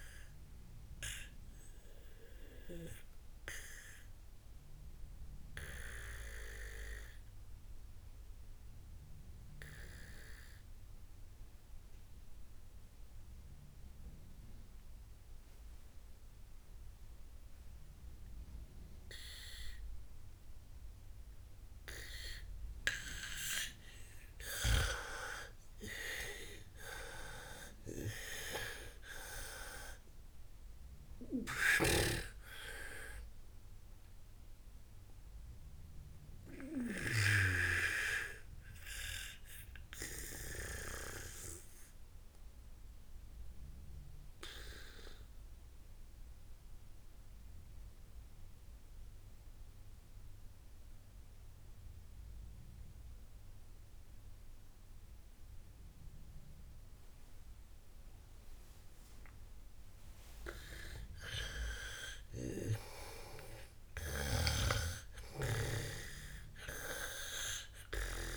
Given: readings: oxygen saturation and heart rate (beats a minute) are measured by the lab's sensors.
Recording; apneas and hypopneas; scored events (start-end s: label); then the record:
breathing in sleep by a room microphone; 2
1.00-15.00 s: oxygen desaturation (device-marked, oxygen 99% before, 94% lowest, heart rate 66 before, 56 extreme)
1.50-24.00 s: mixed apnea (oxygen 99% before, 89% lowest, heart rate 66 before, 56 extreme, up 15 after)
25.00-29.50 s: arousal
25.00-53.00 s: oxygen desaturation (device-marked, oxygen 98% before, 89% lowest, heart rate 61 before, 56 extreme)
32.00-41.50 s: snoring (device-marked)
38.50-59.50 s: mixed apnea (oxygen 98% before, 89% lowest, heart rate 68 before, 56 extreme, up 23 after)
61.00-65.00 s: arousal
63.00-66.50 s: snoring (device-marked)
From the record:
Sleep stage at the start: N2 (light sleep); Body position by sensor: on the back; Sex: female